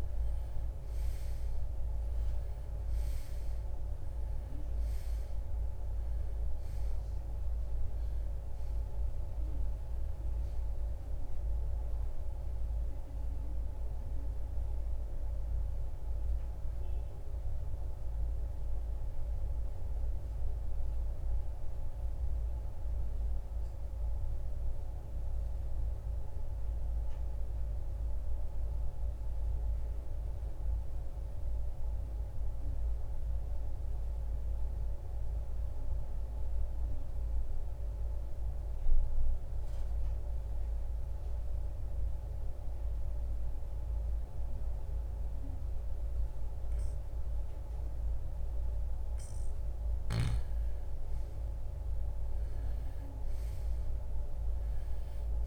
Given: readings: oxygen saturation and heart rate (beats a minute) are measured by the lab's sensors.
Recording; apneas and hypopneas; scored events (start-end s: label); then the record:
breathing in sleep, hard to hear, by a room microphone; 1
18.00-43.00 s: oxygen desaturation (device-marked, oxygen 96% before, 86% lowest, heart rate 68 before, 59 extreme)
22.50-27.00 s: arousal
31.00-48.50 s: obstructive apnea (oxygen 96% before, 84% lowest, heart rate 71 before, 61 extreme, up 4 after)
51.00-55.47 s: arousal
From the record:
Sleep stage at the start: REM sleep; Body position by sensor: on the right side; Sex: male